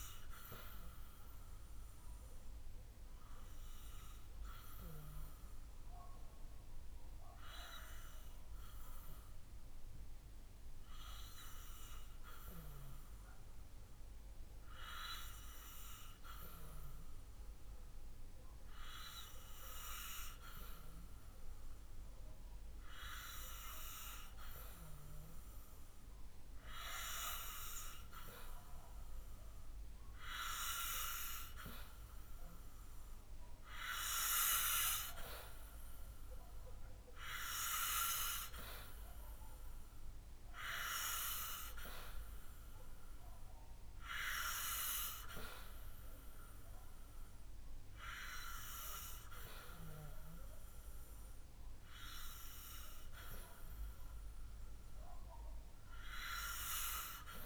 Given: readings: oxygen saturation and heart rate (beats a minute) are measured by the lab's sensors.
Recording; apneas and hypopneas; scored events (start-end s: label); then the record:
breathing in sleep by a room microphone; 1
0.00-14.00 s: oxygen desaturation (device-marked, oxygen 92% lowest, heart rate 61 extreme)
0.50-26.50 s: obstructive apnea (oxygen 97% before, 92% lowest, heart rate 64 before, 61 extreme, up 2 after)
29.50-33.50 s: arousal
From the record:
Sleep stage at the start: N2 (light sleep); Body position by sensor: on the back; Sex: male